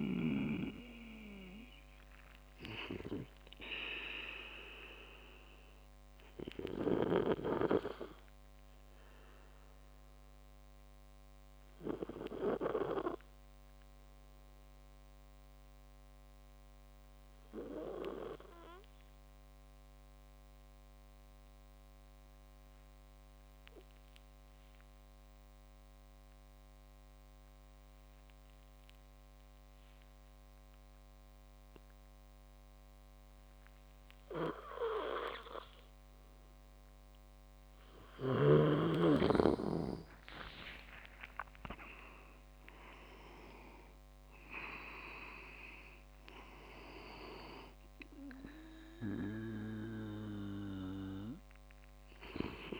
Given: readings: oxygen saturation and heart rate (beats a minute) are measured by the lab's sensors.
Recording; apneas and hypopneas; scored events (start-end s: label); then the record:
breathing in sleep by a microphone on the trachea; 1
0.00-5.00 s: oxygen desaturation (device-marked, oxygen 94% lowest, heart rate 45 extreme)
1.50-38.00 s: obstructive apnea (oxygen 99% before, 93% lowest, heart rate 69 before, 61 extreme, up 18 after)
36.00-52.00 s: oxygen desaturation (device-marked, oxygen 99% before, 94% lowest, heart rate 63 before, 57 extreme)
41.00-46.00 s: arousal
From the record:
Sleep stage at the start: N2 (light sleep); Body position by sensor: on the back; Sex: male